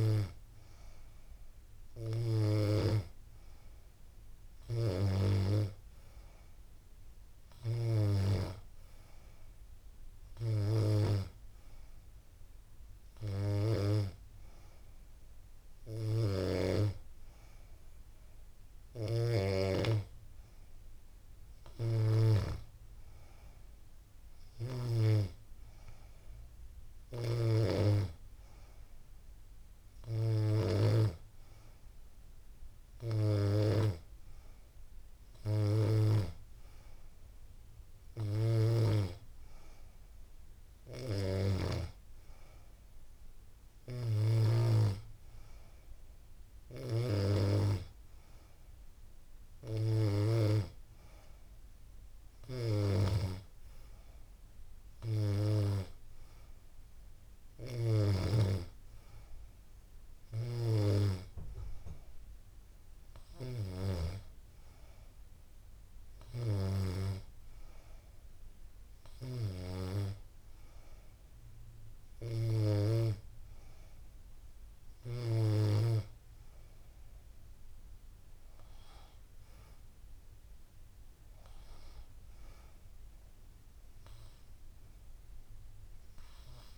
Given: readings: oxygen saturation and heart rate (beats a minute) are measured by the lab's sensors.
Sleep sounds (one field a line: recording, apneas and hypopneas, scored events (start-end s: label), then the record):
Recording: breathing in sleep by a room microphone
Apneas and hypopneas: none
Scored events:
none scored
From the record:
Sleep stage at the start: N2 (light sleep)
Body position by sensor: on the back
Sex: female